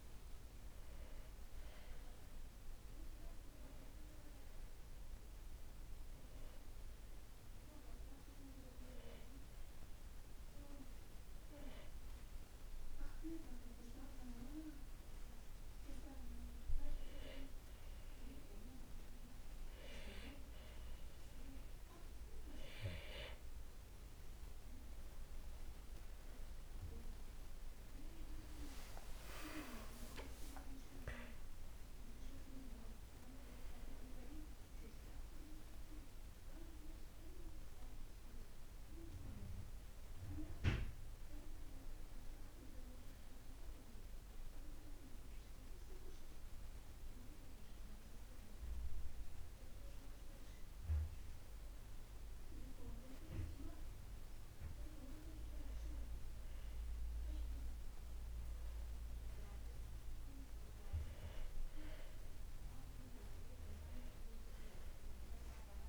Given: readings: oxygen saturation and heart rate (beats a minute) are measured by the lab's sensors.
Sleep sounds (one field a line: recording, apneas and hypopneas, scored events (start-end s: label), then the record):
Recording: breathing in sleep by a room microphone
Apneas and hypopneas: 2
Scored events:
0.00-10.00 s: oxygen desaturation (device-marked, oxygen 97% before, 93% lowest, heart rate 61 before, 57 extreme)
8.50-23.50 s: hypopnea (oxygen 97% before, 91% lowest, heart rate 59 before, 58 extreme, up 11 after)
26.00-30.50 s: arousal
28.00-48.00 s: oxygen desaturation (device-marked, oxygen 96% before, 91% lowest, heart rate 61 before, 56 extreme)
43.50-55.00 s: obstructive apnea (oxygen 96% before, 93% lowest, heart rate 68 before, 56 extreme, up 1 after)
60.50-64.50 s: arousal
63.00-65.89 s: oxygen desaturation (device-marked, oxygen 98% before, 93% lowest, heart rate 59 before, 57 extreme)
From the record:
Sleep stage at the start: N2 (light sleep)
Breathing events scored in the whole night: 226 in 5.2 hours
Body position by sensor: on the back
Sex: male